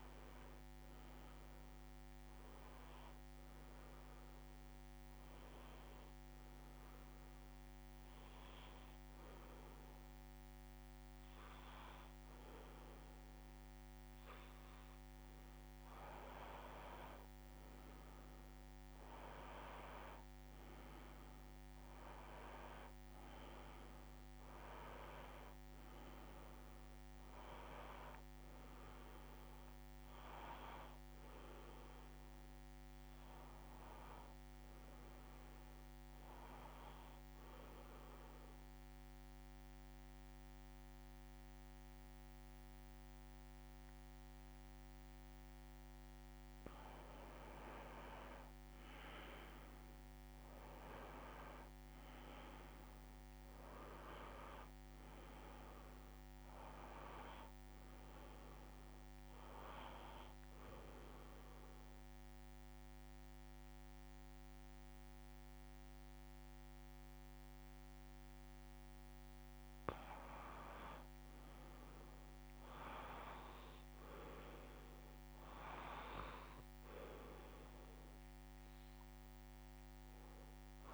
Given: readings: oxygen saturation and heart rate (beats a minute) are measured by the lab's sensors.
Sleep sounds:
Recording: breathing in sleep by a microphone on the trachea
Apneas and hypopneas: 3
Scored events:
6.50-17.50 s: hypopnea (oxygen 95% before, 91% lowest)
18.50-21.50 s: arousal
37.50-48.00 s: obstructive apnea (oxygen 95% before, 91% lowest)
48.50-50.50 s: long interval between heartbeats (device-marked)
50.00-52.50 s: arousal
52.00-54.00 s: long interval between heartbeats (device-marked)
55.00-57.00 s: long interval between heartbeats (device-marked)
55.50-67.50 s: oxygen desaturation (device-marked, oxygen 95% before, 91% lowest)
61.00-71.00 s: obstructive apnea (oxygen 95% before, 91% lowest)
72.50-75.50 s: arousal
77.50-80.94 s: oxygen desaturation (device-marked, oxygen 96% before, 92% lowest)
From the record:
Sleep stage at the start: N2 (light sleep)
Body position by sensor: on the back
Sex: male

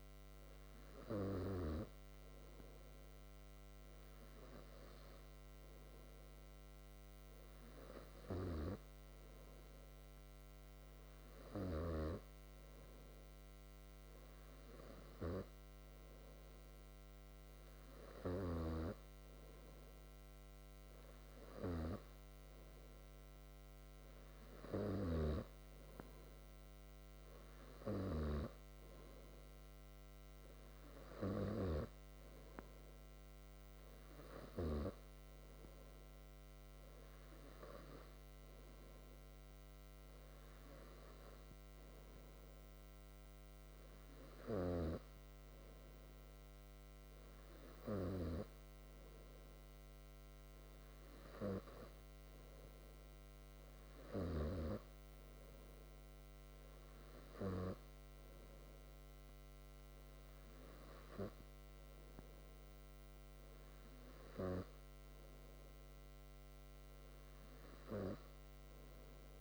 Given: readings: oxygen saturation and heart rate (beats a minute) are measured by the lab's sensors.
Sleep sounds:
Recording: breathing in sleep by a microphone on the trachea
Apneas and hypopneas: none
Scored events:
none scored
From the record:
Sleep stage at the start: N3 (deep sleep)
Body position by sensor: on the back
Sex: male

